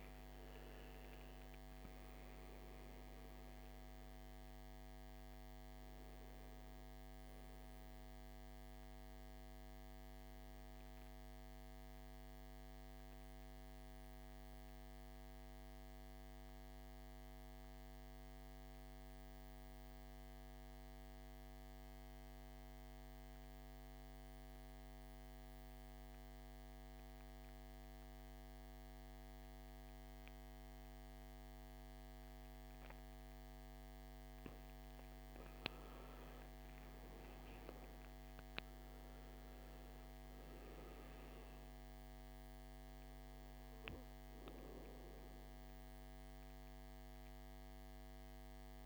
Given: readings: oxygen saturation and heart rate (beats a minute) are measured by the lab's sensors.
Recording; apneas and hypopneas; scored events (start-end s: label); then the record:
breathing in sleep, hard to hear, by a microphone on the trachea; 1
0.00-24.00 s: oxygen desaturation (device-marked, oxygen 81% lowest, heart rate 52 extreme)
14.00-34.00 s: mixed apnea (oxygen 97% before, 81% lowest, heart rate 69 before, 52 extreme, up 15 after)
35.50-38.50 s: arousal
37.00-48.85 s: oxygen desaturation (device-marked, oxygen 99% before, 89% lowest, heart rate 54 before, 56 extreme)
From the record:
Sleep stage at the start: N2 (light sleep); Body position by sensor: on the back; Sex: male